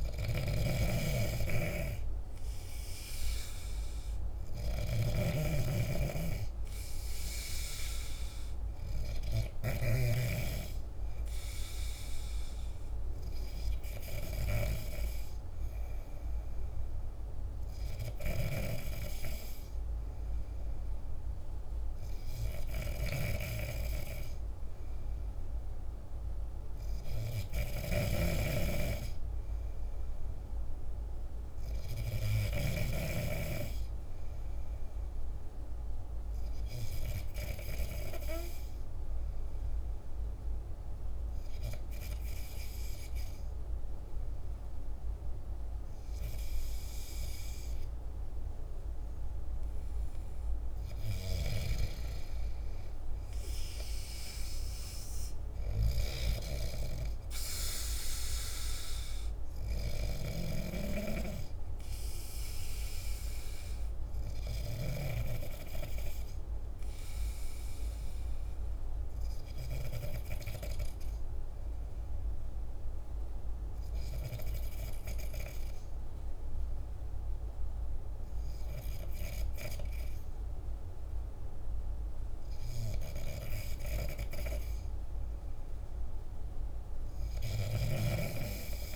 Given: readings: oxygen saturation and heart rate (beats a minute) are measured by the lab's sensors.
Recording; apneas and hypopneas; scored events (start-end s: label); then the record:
breathing in sleep by a room microphone; none
0.00-9.50 s: snoring (device-marked)
22.50-32.50 s: snoring (device-marked)
87.00-88.96 s: snoring (device-marked)
From the record:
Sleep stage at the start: N2 (light sleep); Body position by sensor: on the back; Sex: male